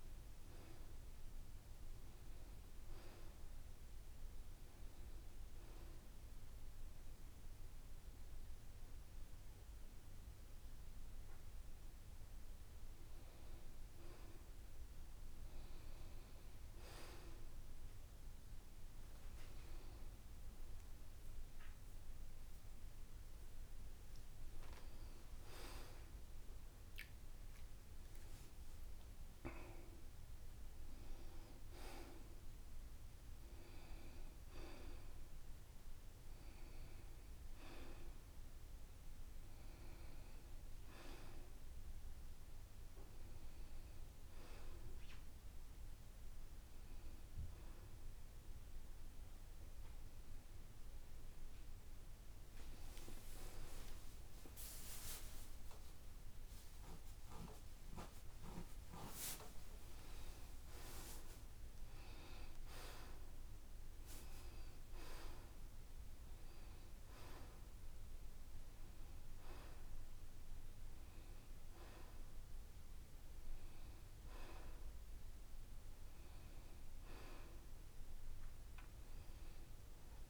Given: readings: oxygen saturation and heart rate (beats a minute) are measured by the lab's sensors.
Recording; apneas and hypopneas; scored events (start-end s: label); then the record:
breathing in sleep by a room microphone; 1
4.50-14.50 s: hypopnea (oxygen 94% before, 91% lowest, heart rate 75 before, 73 extreme, up 4 after)
16.50-20.50 s: arousal
53.50-55.50 s: long interval between heartbeats (device-marked, heart rate 77 before, 94 extreme)
54.50-58.50 s: arousal
56.50-58.50 s: long interval between heartbeats (device-marked, heart rate 82 before, 153 extreme)
59.50-61.50 s: long interval between heartbeats (device-marked, heart rate 96 before, 188 extreme)
From the record:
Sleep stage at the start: N2 (light sleep); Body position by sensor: on the back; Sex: male